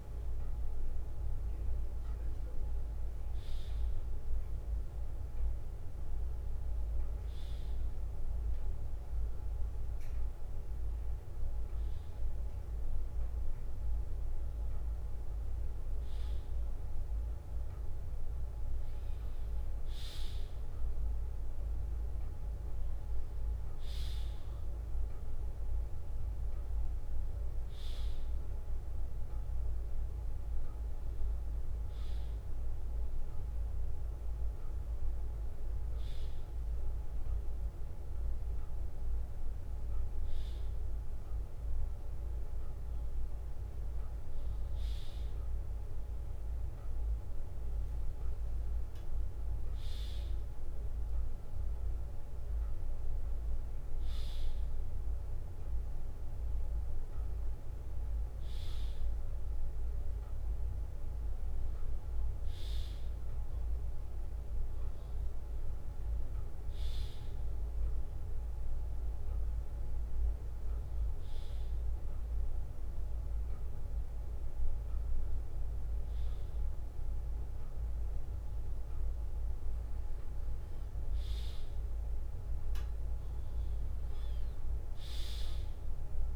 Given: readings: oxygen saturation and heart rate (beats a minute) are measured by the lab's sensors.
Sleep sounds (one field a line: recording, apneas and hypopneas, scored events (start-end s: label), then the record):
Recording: a person awake in a sleep study, hard to hear, by a room microphone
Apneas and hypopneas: none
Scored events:
15.00-17.00 s: bradycardia (device-marked, heart rate 42 before, 50 extreme)
58.00-60.00 s: bradycardia (device-marked, heart rate 56 before, 62 extreme)
From the record:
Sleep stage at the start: awake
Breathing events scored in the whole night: 241 in 4.6 hours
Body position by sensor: on the back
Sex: male